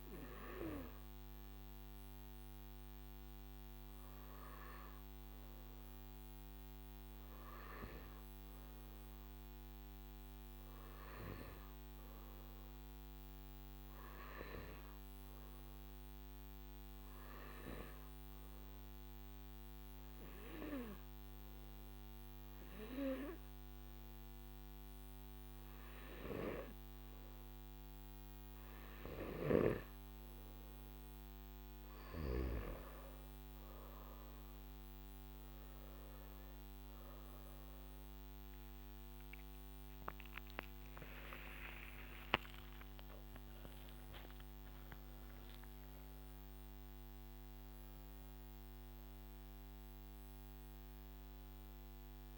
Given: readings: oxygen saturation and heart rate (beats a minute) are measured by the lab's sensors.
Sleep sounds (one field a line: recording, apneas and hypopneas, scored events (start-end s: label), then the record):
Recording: breathing in sleep by a microphone on the trachea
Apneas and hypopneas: 1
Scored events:
0.00-9.00 s: oxygen desaturation (device-marked, oxygen 93% lowest, heart rate 52 extreme)
17.50-29.00 s: hypopnea (oxygen 98% before, 94% lowest, heart rate 53 before, 55 extreme, up 6 after)
44.00-46.00 s: long interval between heartbeats (device-marked, heart rate 59 before, 74 extreme)
From the record:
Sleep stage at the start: N1 (lightest sleep)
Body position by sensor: on the back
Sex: male